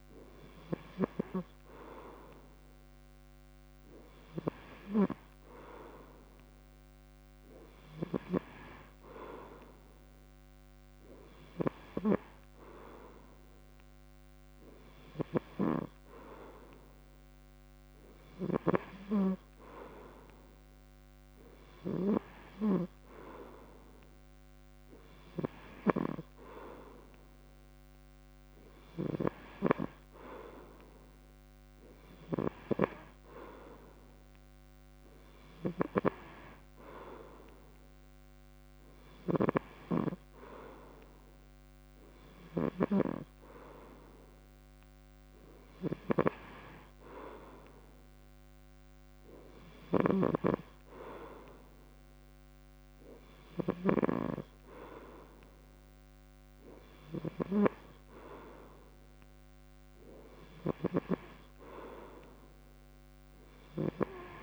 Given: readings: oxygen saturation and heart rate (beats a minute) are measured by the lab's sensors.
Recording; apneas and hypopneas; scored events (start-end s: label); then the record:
breathing in sleep by a microphone on the trachea; none
18.00-22.00 s: snoring (device-marked)
28.50-32.50 s: snoring (device-marked)
39.00-54.00 s: snoring (device-marked)
From the record:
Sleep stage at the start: N3 (deep sleep); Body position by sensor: on the back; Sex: male